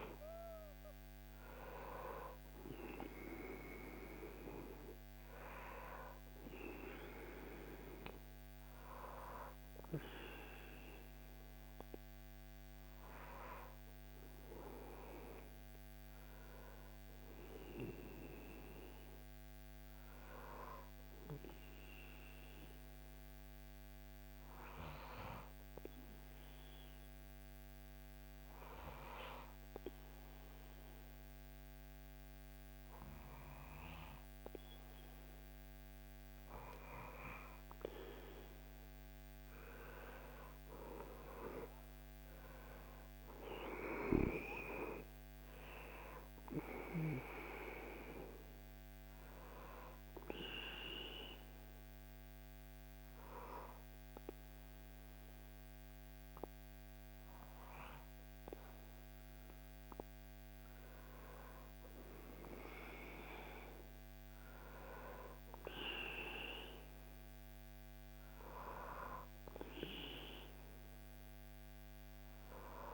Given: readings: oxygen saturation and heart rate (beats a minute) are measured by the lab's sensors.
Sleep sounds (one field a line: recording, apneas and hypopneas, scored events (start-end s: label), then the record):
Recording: breathing in sleep by a microphone on the trachea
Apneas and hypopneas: 2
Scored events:
21.50-36.50 s: obstructive apnea (oxygen 98% before, 95% lowest, heart rate 66 before, 63 extreme, up 10 after)
38.00-42.00 s: arousal
50.00-60.00 s: obstructive apnea (oxygen 98% before, 95% lowest, heart rate 70 before, 60 extreme, up 13 after)
62.00-67.50 s: arousal
From the record:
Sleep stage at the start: N2 (light sleep)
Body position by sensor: on the back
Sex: male